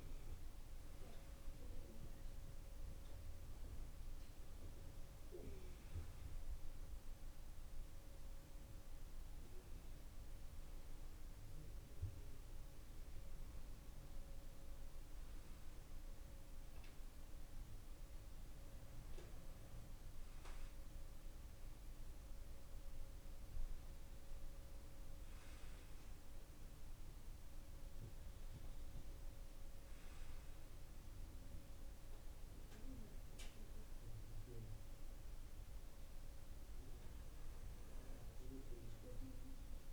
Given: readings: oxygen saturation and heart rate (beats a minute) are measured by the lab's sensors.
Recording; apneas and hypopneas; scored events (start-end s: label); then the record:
breathing in sleep, hard to hear, by a room microphone; none
none scored
From the record:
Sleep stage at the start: N2 (light sleep); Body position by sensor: upright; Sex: male